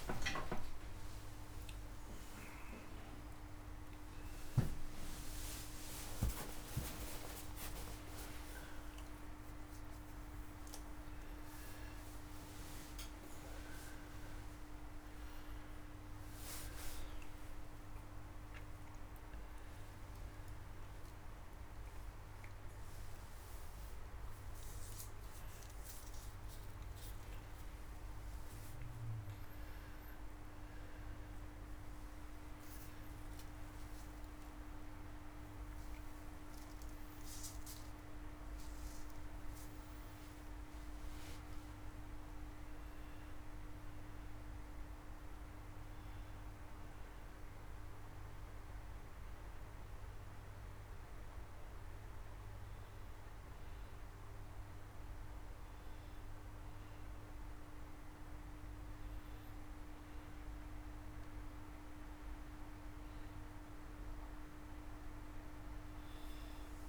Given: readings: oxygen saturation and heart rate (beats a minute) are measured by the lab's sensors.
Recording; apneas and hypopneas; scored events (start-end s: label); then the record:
a person awake in a sleep study, hard to hear, by a room microphone; none
13.50-48.50 s: oxygen desaturation (device-marked, oxygen 98% before, 83% lowest)
52.50-66.89 s: new sleep stage, N1 (lightest sleep)
From the record:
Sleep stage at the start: awake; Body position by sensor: on the back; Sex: male